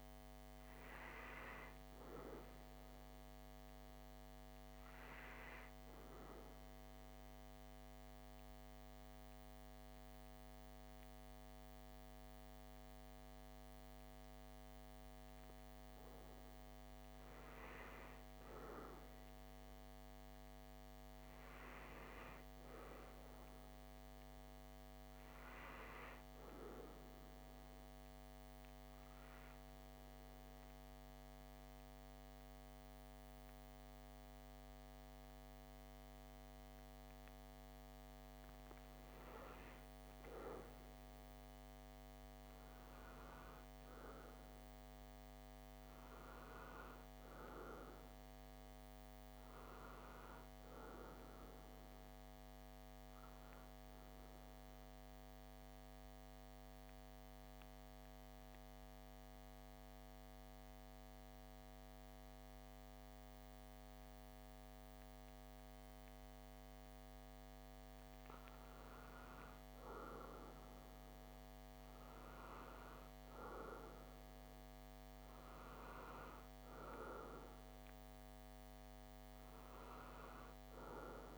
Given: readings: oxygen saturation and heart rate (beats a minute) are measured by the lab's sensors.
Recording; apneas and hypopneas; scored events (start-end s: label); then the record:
breathing in sleep by a microphone on the trachea; 3
6.00-16.00 s: central apnea (oxygen 96% before, 93% lowest, heart rate 65 before, 48 extreme, up 11 after)
18.00-21.50 s: arousal
26.50-37.50 s: central apnea (oxygen 96% before, 93% lowest, heart rate 57 before, 49 extreme, up 17 after)
41.50-45.50 s: arousal
54.00-66.00 s: central apnea (oxygen 95% before, 93% lowest, heart rate 60 before, 46 extreme, up 11 after)
68.50-73.00 s: arousal
From the record:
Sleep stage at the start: REM sleep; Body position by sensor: on the back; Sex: male